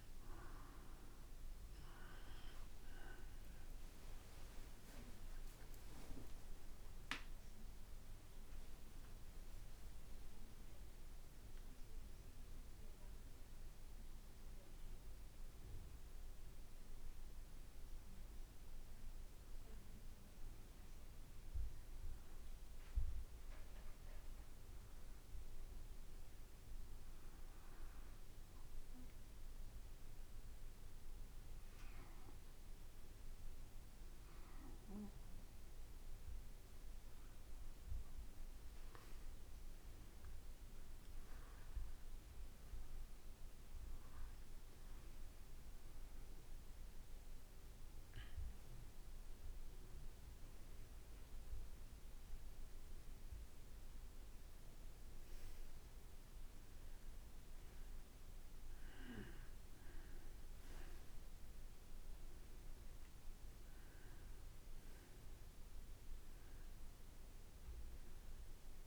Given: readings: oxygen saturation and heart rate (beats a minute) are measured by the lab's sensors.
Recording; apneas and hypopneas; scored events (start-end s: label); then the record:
breathing in sleep, hard to hear, by a room microphone; 1
4.00-8.50 s: arousal
5.00-7.00 s: long interval between heartbeats (device-marked, heart rate 60 before, 70 extreme)
21.50-36.50 s: hypopnea (oxygen 95% before, 91% lowest, heart rate 65 before, 57 extreme, up 6 after)
37.00-57.00 s: oxygen desaturation (device-marked, oxygen 95% before, 91% lowest, heart rate 59 before, 55 extreme)
38.00-41.00 s: arousal
64.00-68.00 s: arousal
From the record:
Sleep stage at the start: N2 (light sleep); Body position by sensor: on the back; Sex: male